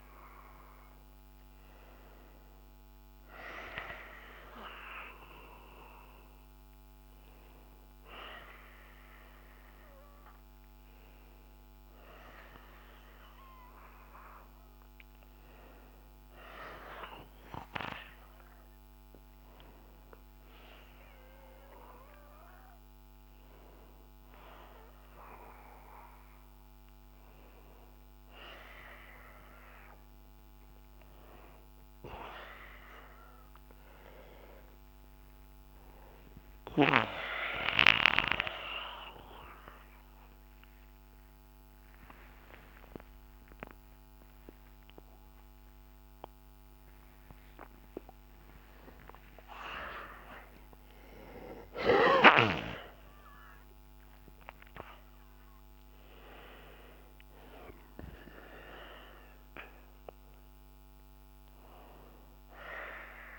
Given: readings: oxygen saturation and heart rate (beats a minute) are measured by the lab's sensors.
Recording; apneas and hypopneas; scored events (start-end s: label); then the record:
a person awake in a sleep study, by a microphone on the trachea; none
none scored
From the record:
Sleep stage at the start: awake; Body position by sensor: on the back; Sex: male